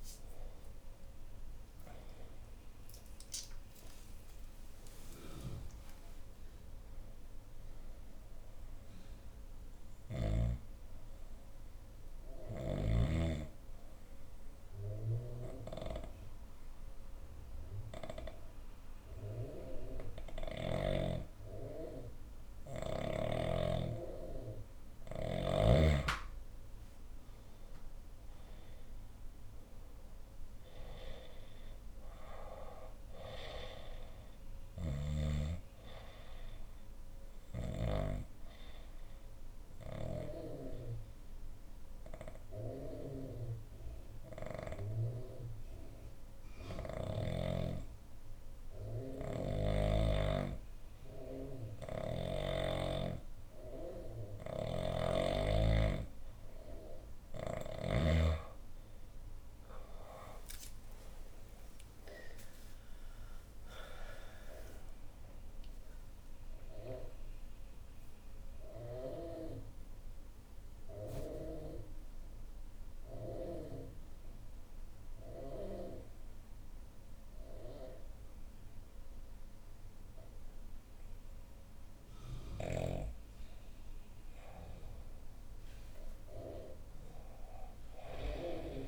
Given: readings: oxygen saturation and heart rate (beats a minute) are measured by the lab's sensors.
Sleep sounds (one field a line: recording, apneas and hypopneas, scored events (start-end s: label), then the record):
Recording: breathing in sleep by a room microphone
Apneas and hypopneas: 2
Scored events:
0.00-3.00 s: arousal
0.00-12.00 s: oxygen desaturation (device-marked, oxygen 91% lowest, heart rate 59 extreme)
7.50-24.00 s: obstructive apnea (oxygen 98% before, 90% lowest, heart rate 75 before, 57 extreme, up 13 after)
13.00-17.00 s: bradycardia (device-marked, heart rate 68 before, 59 extreme)
24.00-43.00 s: oxygen desaturation (device-marked, oxygen 98% before, 90% lowest, heart rate 73 before, 57 extreme)
26.50-31.50 s: arousal
35.50-55.50 s: obstructive apnea (oxygen 98% before, 90% lowest, heart rate 65 before, 57 extreme, up 23 after)
39.00-45.00 s: bradycardia (device-marked, heart rate 68 before, 57 extreme)
54.00-57.50 s: snoring (device-marked)
55.00-81.00 s: oxygen desaturation (device-marked, oxygen 97% before, 91% lowest, heart rate 62 before, 59 extreme)
61.00-67.00 s: arousal
72.00-88.88 s: new sleep stage, N1 (lightest sleep)
75.00-79.00 s: bradycardia (device-marked, heart rate 67 before, 59 extreme)
84.50-88.50 s: arousal
From the record:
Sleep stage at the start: N2 (light sleep)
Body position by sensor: on the left side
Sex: female